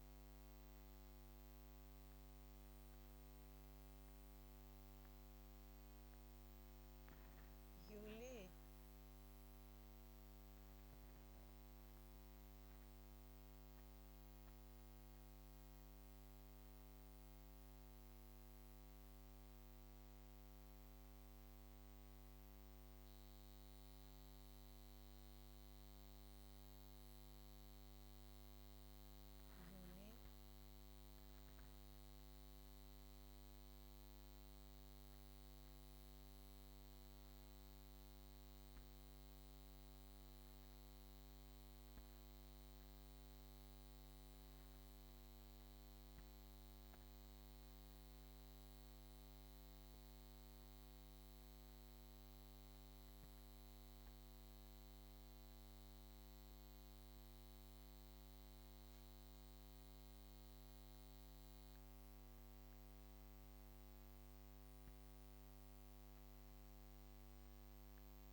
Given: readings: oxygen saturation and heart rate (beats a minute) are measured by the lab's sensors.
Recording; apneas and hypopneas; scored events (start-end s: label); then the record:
breathing in sleep, hard to hear, by a microphone on the trachea; none
none scored
From the record:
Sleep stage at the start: N2 (light sleep); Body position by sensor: on the back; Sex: female